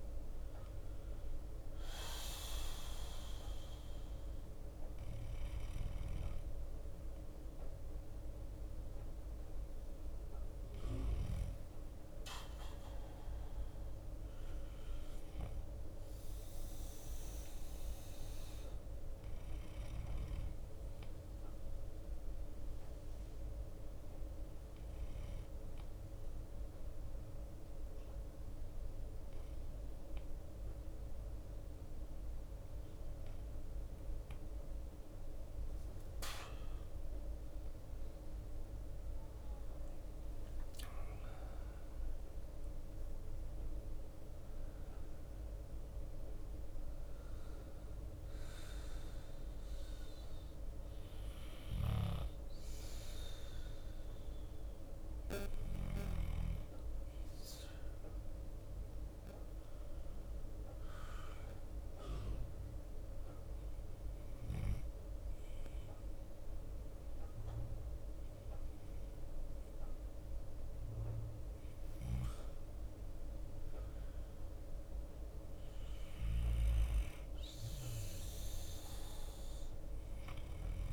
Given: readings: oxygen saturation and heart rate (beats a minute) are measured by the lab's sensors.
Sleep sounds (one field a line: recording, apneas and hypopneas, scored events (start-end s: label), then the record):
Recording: breathing in sleep, hard to hear, by a room microphone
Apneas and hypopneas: 1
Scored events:
0.00-80.93 s: bradycardia (device-marked)
9.50-20.50 s: drop in pulse transit time (device-marked, heart rate 54 before, 54 extreme)
15.50-19.00 s: arousal
22.50-36.50 s: obstructive apnea (oxygen 93% before, 91% lowest, heart rate 54 before, 51 extreme, up 7 after)
38.50-43.00 s: arousal
From the record:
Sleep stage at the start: N2 (light sleep)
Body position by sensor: on the back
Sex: male